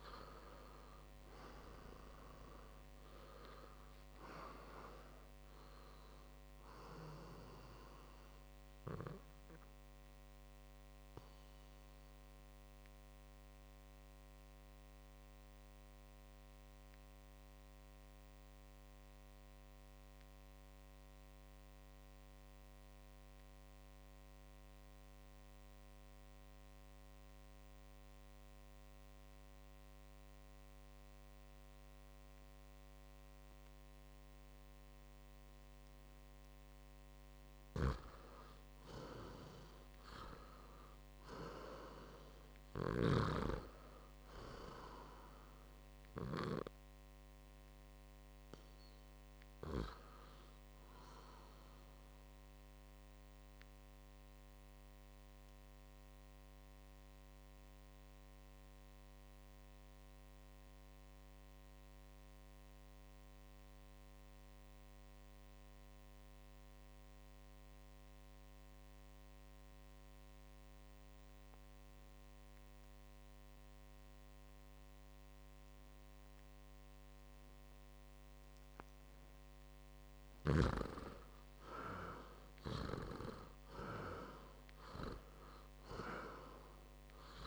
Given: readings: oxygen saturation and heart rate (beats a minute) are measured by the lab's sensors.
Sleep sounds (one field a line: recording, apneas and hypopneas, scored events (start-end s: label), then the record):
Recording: breathing in sleep by a microphone on the trachea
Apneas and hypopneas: 2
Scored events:
0.00-2.50 s: arousal
0.00-23.50 s: oxygen desaturation (device-marked, oxygen 91% lowest, heart rate 53 extreme)
10.00-36.00 s: obstructive apnea (oxygen 99% before, 89% lowest, heart rate 66 before, 53 extreme, up 8 after)
37.50-41.50 s: arousal
38.50-62.50 s: oxygen desaturation (device-marked, oxygen 99% before, 90% lowest, heart rate 58 before, 58 extreme)
53.00-79.00 s: obstructive apnea (oxygen 99% before, 88% lowest, heart rate 63 before, 58 extreme, up 18 after)
77.50-87.47 s: oxygen desaturation (device-marked, oxygen 99% before, 88% lowest, heart rate 60 before, 58 extreme)
81.50-86.00 s: arousal
From the record:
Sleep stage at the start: N2 (light sleep)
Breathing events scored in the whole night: 358 in 4.1 hours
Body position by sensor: on the back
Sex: male